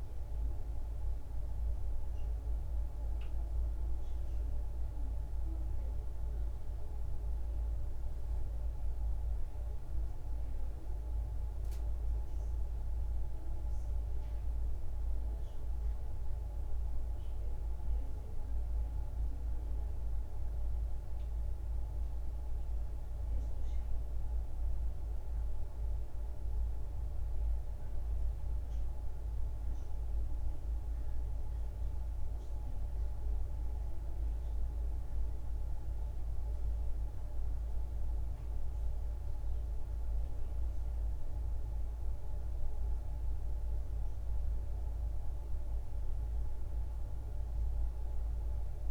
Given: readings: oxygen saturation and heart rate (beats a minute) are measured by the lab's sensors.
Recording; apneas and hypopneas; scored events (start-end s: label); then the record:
a person awake in a sleep study, hard to hear, by a room microphone; none
none scored
From the record:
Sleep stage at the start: awake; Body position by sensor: on the back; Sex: female